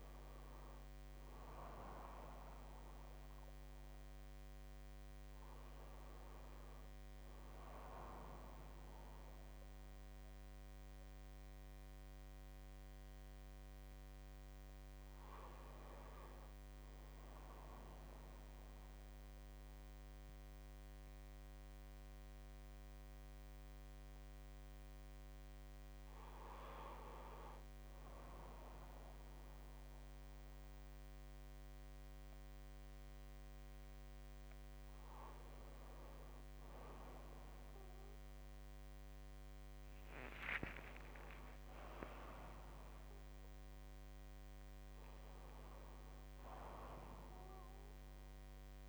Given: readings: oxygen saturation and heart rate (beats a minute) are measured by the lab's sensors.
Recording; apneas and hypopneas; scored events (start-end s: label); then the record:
breathing in sleep by a microphone on the trachea; none
40.50-45.50 s: arousal
From the record:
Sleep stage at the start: N1 (lightest sleep); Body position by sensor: on the right side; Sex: male